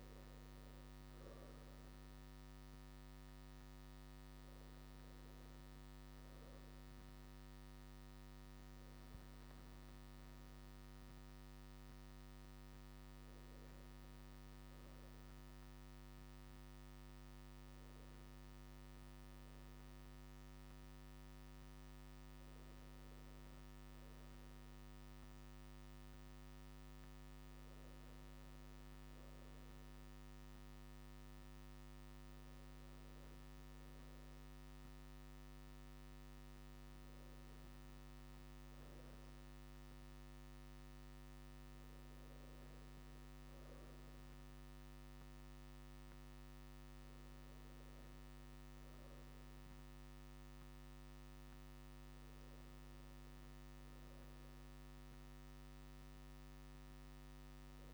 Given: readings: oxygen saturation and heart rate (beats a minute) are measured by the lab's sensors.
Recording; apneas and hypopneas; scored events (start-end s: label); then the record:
breathing in sleep, hard to hear, by a microphone on the trachea; none
none scored
From the record:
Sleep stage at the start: N2 (light sleep); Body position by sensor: on the right side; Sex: male